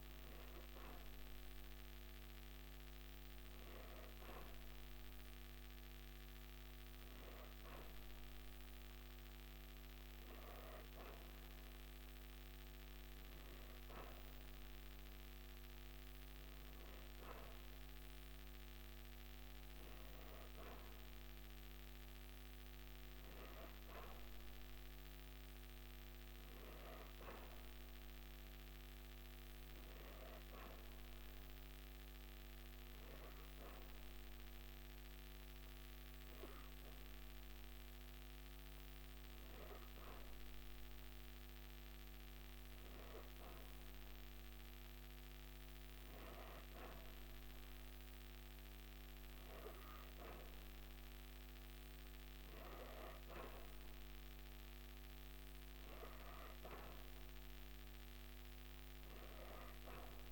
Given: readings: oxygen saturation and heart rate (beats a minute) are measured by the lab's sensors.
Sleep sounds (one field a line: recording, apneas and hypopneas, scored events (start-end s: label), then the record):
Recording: breathing in sleep, hard to hear, by a microphone on the trachea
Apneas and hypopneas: none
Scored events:
none scored
From the record:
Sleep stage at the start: N3 (deep sleep)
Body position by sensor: on the back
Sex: female